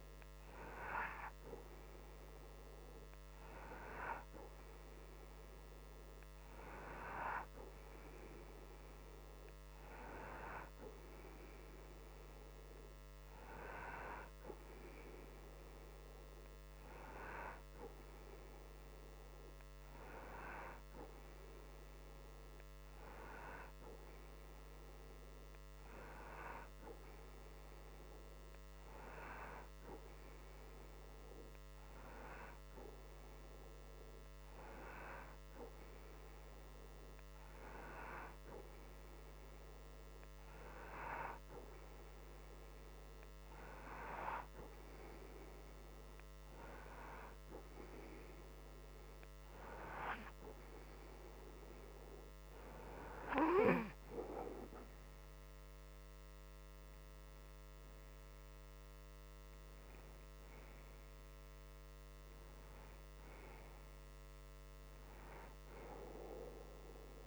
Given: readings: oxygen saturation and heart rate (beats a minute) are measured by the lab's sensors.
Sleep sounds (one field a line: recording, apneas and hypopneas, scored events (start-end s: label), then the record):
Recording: breathing in sleep by a microphone on the trachea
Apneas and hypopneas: none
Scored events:
none scored
From the record:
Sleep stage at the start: N2 (light sleep)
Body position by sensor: on the right side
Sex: male